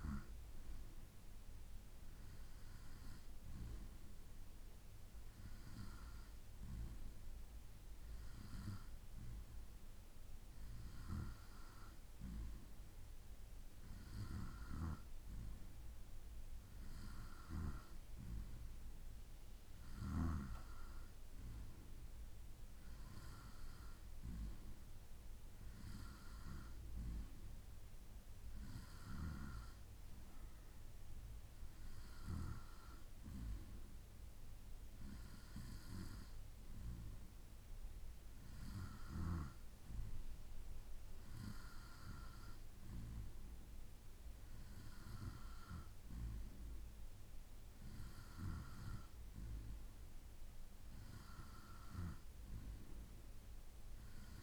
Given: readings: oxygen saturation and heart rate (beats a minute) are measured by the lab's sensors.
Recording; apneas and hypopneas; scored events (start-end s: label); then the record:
breathing in sleep by a room microphone; none
15.00-45.00 s: bradycardia (device-marked, heart rate 68 before, 26 extreme)
From the record:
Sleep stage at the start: N2 (light sleep); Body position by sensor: on the right side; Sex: male